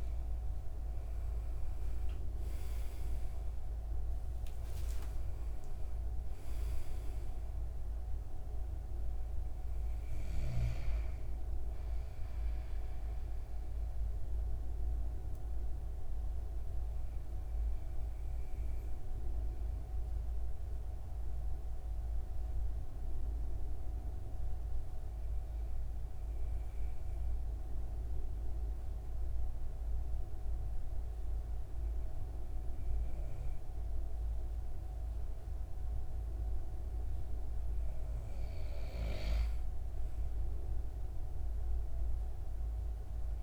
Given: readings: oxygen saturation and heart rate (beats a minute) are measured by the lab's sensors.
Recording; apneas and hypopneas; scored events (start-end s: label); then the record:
breathing in sleep, hard to hear, by a room microphone; 1
0.00-17.00 s: oxygen desaturation (device-marked, oxygen 93% lowest, heart rate 66 extreme)
13.00-38.00 s: obstructive apnea (oxygen 97% before, 93% lowest, heart rate 84 before, 68 extreme, up 1 after)
42.00-43.43 s: oxygen desaturation (device-marked, oxygen 96% before, 93% lowest, heart rate 73 before, 69 extreme)
From the record:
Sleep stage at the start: N2 (light sleep); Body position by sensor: on the back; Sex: male